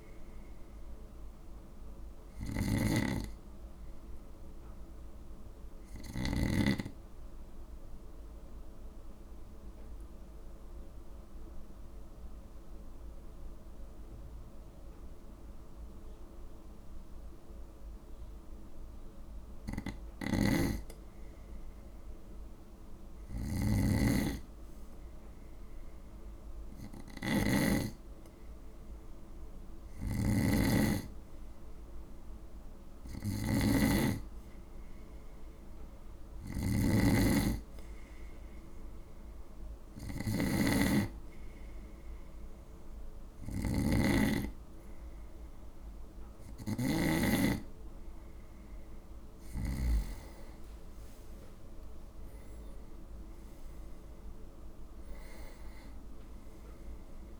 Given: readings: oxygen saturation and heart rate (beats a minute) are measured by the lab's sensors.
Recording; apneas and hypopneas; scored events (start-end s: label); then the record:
breathing in sleep by a room microphone; 1
0.00-2.00 s: oxygen desaturation (device-marked, oxygen 86% lowest, heart rate 53 extreme)
0.00-2.50 s: arousal
0.00-6.50 s: snoring (device-marked)
6.50-20.00 s: obstructive apnea (oxygen 98% before, 93% lowest, heart rate 58 before, 53 extreme, up 5 after)
20.00-50.00 s: snoring (device-marked)
23.50-26.50 s: arousal
From the record:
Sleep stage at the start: N2 (light sleep); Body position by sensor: on the right side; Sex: male